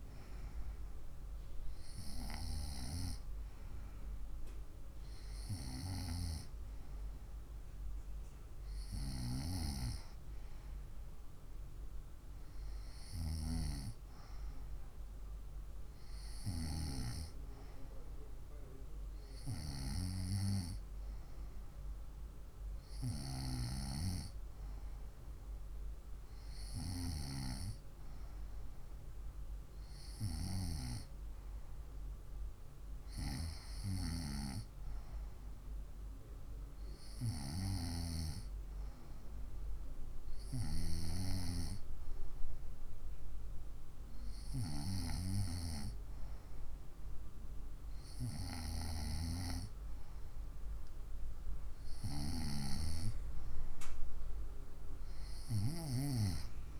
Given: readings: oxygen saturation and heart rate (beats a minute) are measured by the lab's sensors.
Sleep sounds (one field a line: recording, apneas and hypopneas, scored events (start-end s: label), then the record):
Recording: breathing in sleep by a room microphone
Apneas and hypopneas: none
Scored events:
none scored
From the record:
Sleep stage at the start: N2 (light sleep)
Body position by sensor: on the right side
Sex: female